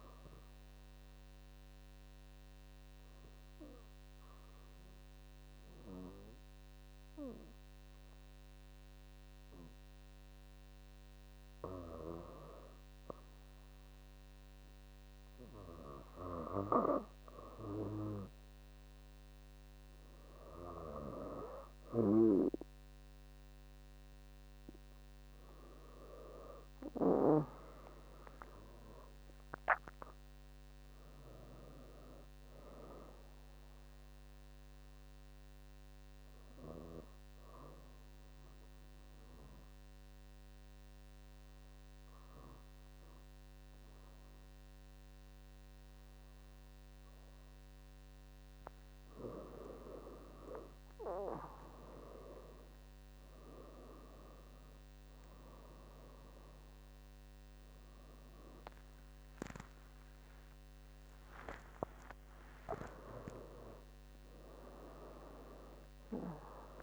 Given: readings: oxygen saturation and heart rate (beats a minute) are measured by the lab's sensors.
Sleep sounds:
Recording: breathing in sleep by a microphone on the trachea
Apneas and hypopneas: 2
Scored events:
0.00-13.50 s: oxygen desaturation (device-marked, oxygen 94% lowest, heart rate 67 extreme)
1.50-12.50 s: obstructive apnea (oxygen 99% before, 93% lowest, heart rate 71 before, 69 extreme, up 4 after)
14.50-18.50 s: arousal
30.50-50.50 s: oxygen desaturation (device-marked, oxygen 97% before, 93% lowest, heart rate 71 before, 64 extreme)
35.50-49.00 s: obstructive apnea (oxygen 97% before, 93% lowest, heart rate 72 before, 65 extreme, up 24 after)
58.50-66.83 s: new sleep stage, awake
From the record:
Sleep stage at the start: N2 (light sleep)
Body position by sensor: on the back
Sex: female

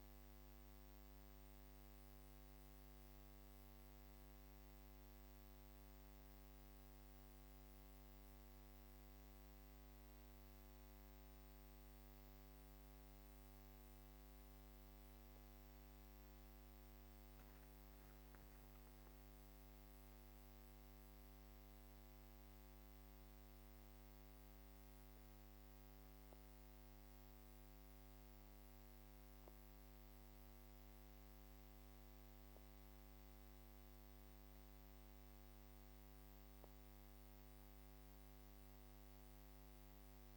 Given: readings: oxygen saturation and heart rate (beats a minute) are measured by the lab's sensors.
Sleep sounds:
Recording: breathing in sleep, hard to hear, by a microphone on the trachea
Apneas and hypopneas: none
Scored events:
0.00-9.00 s: oxygen desaturation (device-marked, oxygen 94% lowest, heart rate 25 extreme)
From the record:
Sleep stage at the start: N2 (light sleep)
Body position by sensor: on the back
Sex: female

